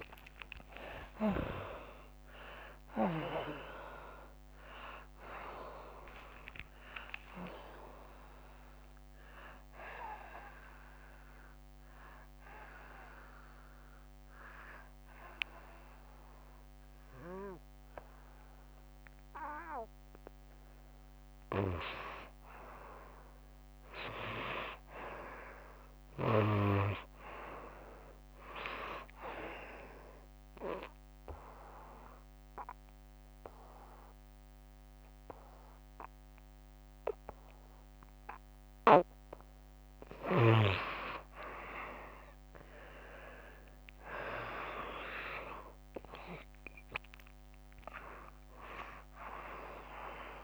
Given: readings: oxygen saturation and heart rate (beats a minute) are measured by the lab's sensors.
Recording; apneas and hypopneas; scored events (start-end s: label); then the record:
breathing in sleep by a microphone on the trachea; 2
0.00-3.00 s: arousal
2.50-12.50 s: oxygen desaturation (device-marked, oxygen 95% before, 89% lowest, heart rate 85 before, 81 extreme)
10.50-21.00 s: obstructive apnea (oxygen 98% before, 87% lowest, heart rate 88 before, 73 extreme, up 4 after)
22.50-25.50 s: arousal
29.50-40.50 s: obstructive apnea (oxygen 98% before, 87% lowest, heart rate 88 before, 73 extreme, up 9 after)
29.50-50.44 s: oxygen desaturation (device-marked, oxygen 98% before, 87% lowest, heart rate 88 before, 73 extreme)
43.00-47.00 s: arousal
From the record:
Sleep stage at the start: N2 (light sleep); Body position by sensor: on the right side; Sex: female